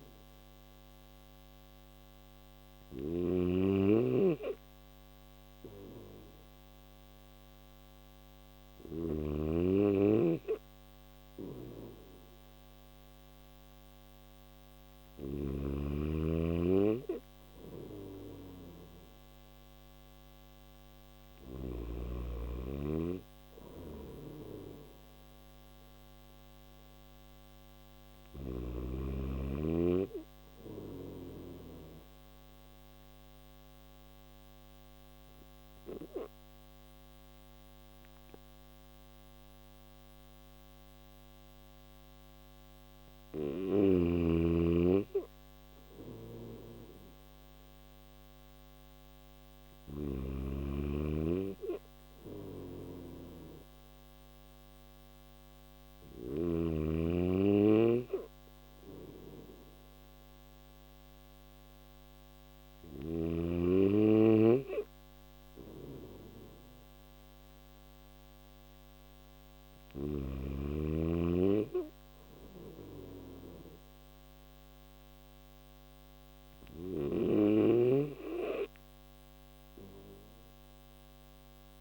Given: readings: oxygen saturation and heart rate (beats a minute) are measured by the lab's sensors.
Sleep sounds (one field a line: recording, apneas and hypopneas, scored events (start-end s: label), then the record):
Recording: breathing in sleep by a microphone on the trachea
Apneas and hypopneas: none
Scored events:
0.00-8.00 s: snoring (device-marked)
14.00-20.50 s: snoring (device-marked)
22.50-30.50 s: snoring (device-marked)
42.00-55.50 s: snoring (device-marked)
61.50-69.00 s: snoring (device-marked)
From the record:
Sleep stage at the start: N1 (lightest sleep)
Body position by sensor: on the back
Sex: male